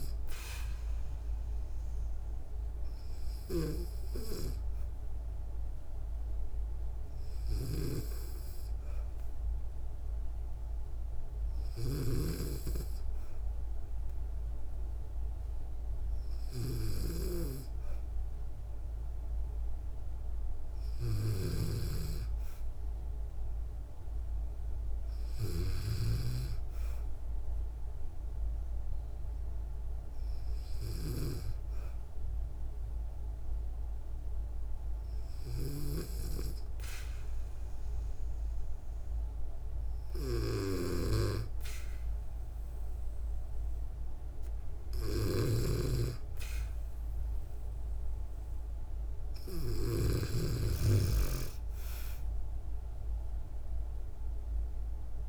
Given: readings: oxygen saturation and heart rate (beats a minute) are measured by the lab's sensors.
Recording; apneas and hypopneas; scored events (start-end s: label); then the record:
breathing in sleep by a room microphone; 1
7.00-11.50 s: snoring (device-marked)
20.50-25.50 s: snoring (device-marked)
31.00-44.00 s: hypopnea (oxygen 95% before, 94% lowest, heart rate 63 before, 62 extreme, up 2 after)
35.00-49.50 s: snoring (device-marked)
47.00-51.00 s: arousal
From the record:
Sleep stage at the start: N2 (light sleep); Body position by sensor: on the back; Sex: female